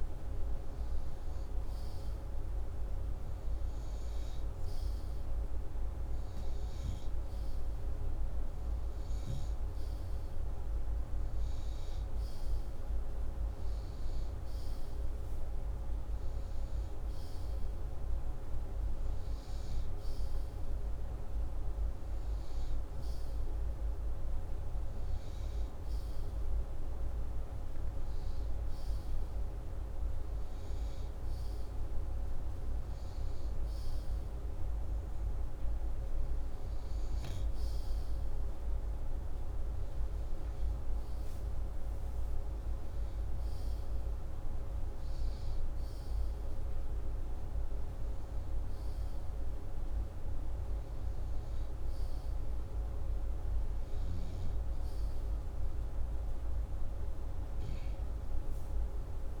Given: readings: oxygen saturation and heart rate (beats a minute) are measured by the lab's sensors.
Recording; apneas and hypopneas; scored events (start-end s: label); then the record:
breathing in sleep, hard to hear, by a room microphone; none
none scored
From the record:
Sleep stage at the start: N2 (light sleep); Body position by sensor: upright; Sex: male